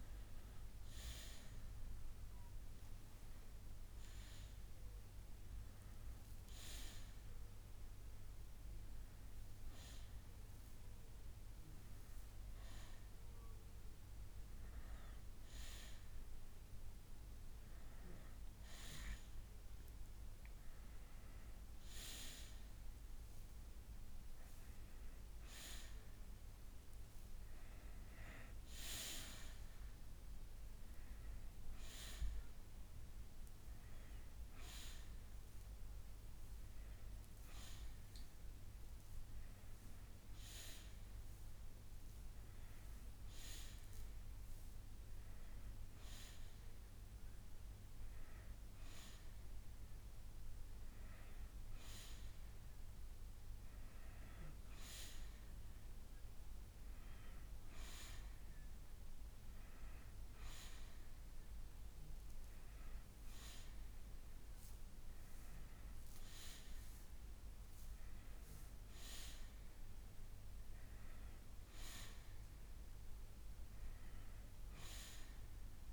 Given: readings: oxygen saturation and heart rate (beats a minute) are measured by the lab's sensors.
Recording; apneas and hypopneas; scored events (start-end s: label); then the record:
breathing in sleep by a room microphone; none
54.00-57.00 s: bradycardia (device-marked, heart rate 80 before, 59 extreme)
From the record:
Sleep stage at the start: N1 (lightest sleep); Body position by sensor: on the back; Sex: male